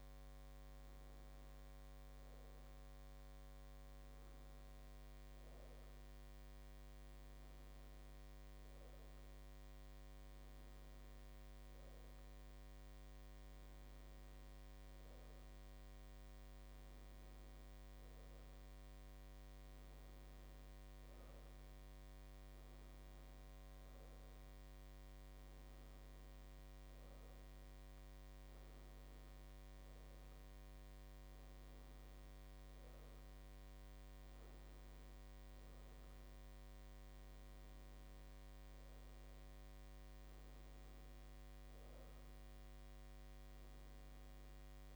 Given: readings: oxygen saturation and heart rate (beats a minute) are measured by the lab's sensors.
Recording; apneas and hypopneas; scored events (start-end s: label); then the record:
breathing in sleep, hard to hear, by a microphone on the trachea; none
none scored
From the record:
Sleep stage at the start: N1 (lightest sleep); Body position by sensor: on the back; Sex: female